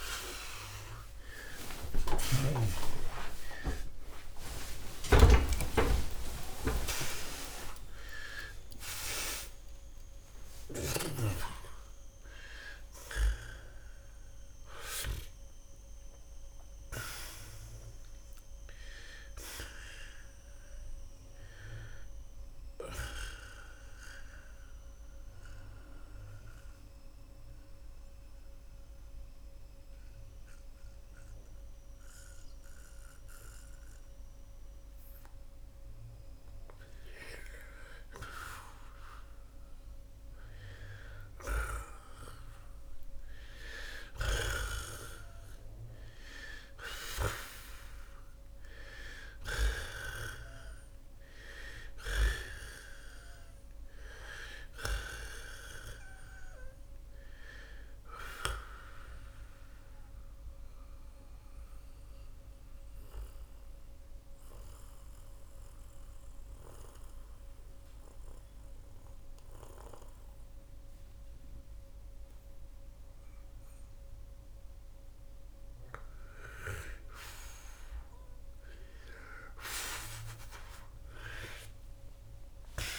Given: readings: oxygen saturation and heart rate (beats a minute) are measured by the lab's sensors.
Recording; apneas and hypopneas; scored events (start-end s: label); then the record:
a person partly awake in a sleep study, by a room microphone; 2
0.00-2.50 s: snoring (device-marked)
24.50-36.50 s: obstructive apnea (oxygen 93% before, 87% lowest)
25.50-55.50 s: new sleep stage, N1 (lightest sleep)
34.50-47.50 s: oxygen desaturation (device-marked, oxygen 93% before, 89% lowest)
38.50-42.50 s: arousal
55.50-82.99 s: new sleep stage, N2 (light sleep)
58.50-76.50 s: mixed apnea (oxygen 95% before, 84% lowest)
61.50-78.50 s: oxygen desaturation (device-marked, oxygen 95% before, 87% lowest)
81.00-82.99 s: arousal
From the record:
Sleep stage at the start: awake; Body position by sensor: on the back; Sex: male